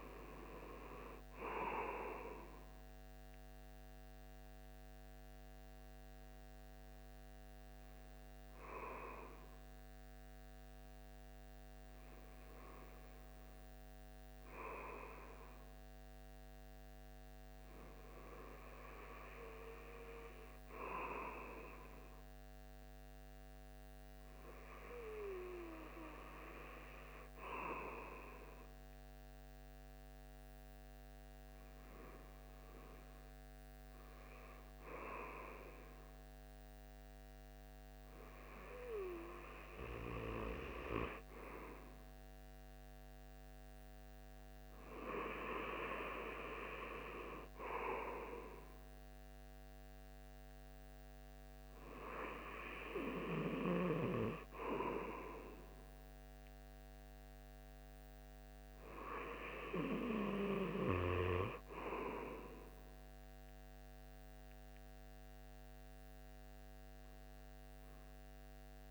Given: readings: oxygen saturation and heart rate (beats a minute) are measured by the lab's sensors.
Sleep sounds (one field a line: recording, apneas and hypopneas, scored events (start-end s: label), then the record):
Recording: breathing in sleep by a microphone on the trachea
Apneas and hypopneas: none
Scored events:
56.00-68.91 s: new sleep stage, REM sleep
From the record:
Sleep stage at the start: N2 (light sleep)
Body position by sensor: on the right side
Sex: male